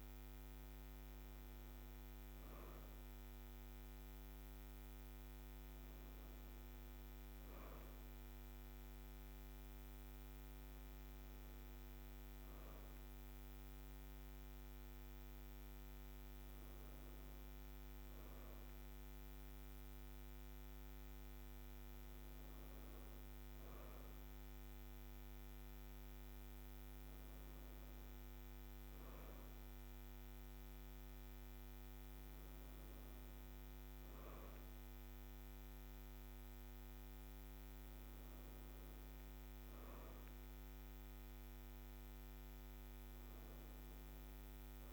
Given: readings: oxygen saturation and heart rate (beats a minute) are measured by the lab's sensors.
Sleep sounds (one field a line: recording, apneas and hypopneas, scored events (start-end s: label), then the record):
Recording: breathing in sleep, hard to hear, by a microphone on the trachea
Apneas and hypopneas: none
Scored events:
none scored
From the record:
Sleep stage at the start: N2 (light sleep)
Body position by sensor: on the right side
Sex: female